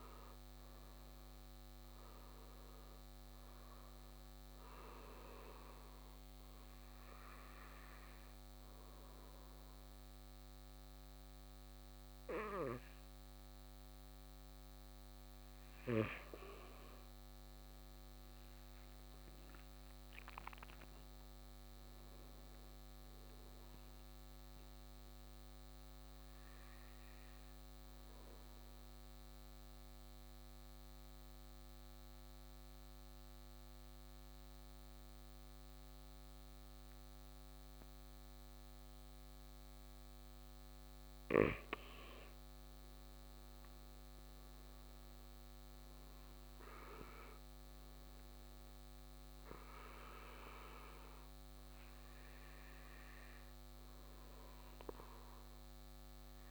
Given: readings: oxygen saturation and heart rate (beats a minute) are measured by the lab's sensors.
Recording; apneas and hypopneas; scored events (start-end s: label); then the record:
breathing in sleep by a microphone on the trachea; 2
2.00-20.00 s: oxygen desaturation (device-marked, oxygen 97% before, 94% lowest, heart rate 61 before, 57 extreme)
5.00-16.00 s: hypopnea (oxygen 98% before, 94% lowest, heart rate 62 before, 57 extreme, up 9 after)
19.00-23.00 s: arousal
28.00-42.50 s: mixed apnea (oxygen 98% before, 94% lowest, heart rate 63 before, 58 extreme, up 9 after)
43.50-49.00 s: arousal
46.00-56.50 s: oxygen desaturation (device-marked, oxygen 97% before, 94% lowest, heart rate 60 before, 58 extreme)
From the record:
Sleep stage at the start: N2 (light sleep); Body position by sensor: on the right side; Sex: male